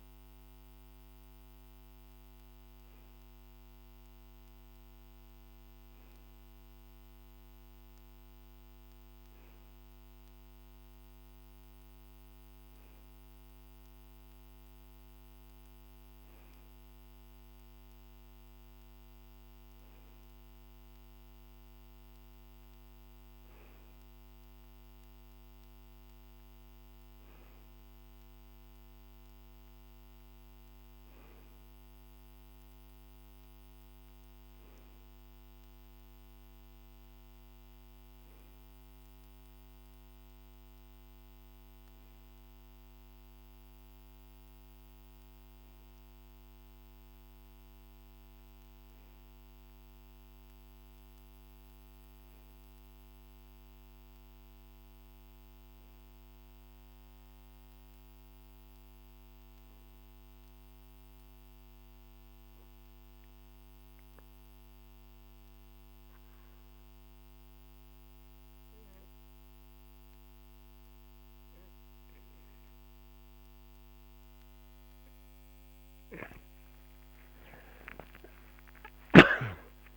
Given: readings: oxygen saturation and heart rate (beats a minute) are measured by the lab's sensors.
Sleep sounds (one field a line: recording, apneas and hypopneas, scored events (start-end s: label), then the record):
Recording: breathing in sleep, hard to hear, by a microphone on the trachea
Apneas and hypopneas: 1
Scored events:
63.00-79.97 s: new sleep stage, N1 (lightest sleep)
64.00-75.00 s: obstructive apnea (oxygen 96% before, 93% lowest, heart rate 48 before, 49 extreme, up 12 after)
From the record:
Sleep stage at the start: N2 (light sleep)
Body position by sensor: on the back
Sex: male